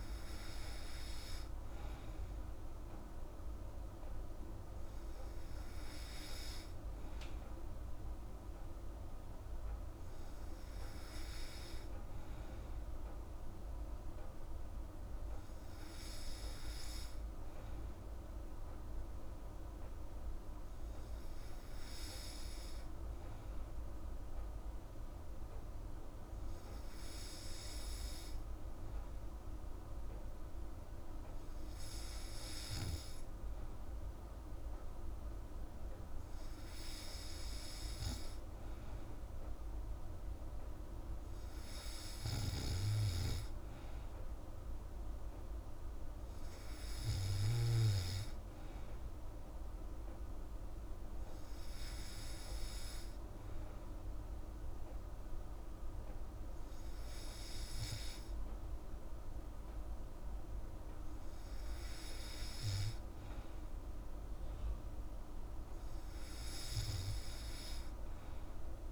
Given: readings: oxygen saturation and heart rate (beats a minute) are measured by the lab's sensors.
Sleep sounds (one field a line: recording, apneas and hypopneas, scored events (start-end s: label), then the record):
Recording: breathing in sleep, hard to hear, by a room microphone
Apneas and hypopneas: none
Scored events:
none scored
From the record:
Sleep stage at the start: N3 (deep sleep)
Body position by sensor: on the back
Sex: female